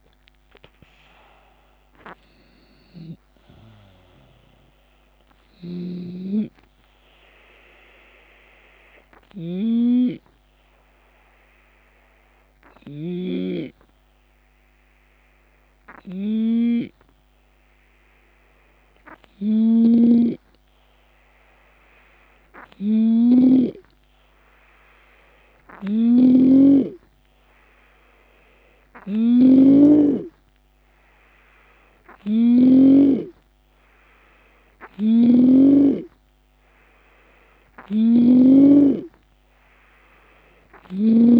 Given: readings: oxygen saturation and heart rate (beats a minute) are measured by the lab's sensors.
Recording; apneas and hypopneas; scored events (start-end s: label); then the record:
breathing in sleep by a microphone on the trachea; 1
0.00-2.50 s: arousal
0.00-5.00 s: drop in pulse transit time (device-marked, heart rate 76 extreme)
0.00-22.00 s: oxygen desaturation (device-marked, oxygen 87% lowest, heart rate 67 extreme)
5.00-32.50 s: snoring (device-marked)
6.50-19.00 s: hypopnea (oxygen 91% before, 87% lowest, heart rate 79 before, 67 extreme, up 7 after)
23.00-28.00 s: arousal
34.50-41.40 s: snoring (device-marked)
From the record:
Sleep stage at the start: N2 (light sleep); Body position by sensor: on the left side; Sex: male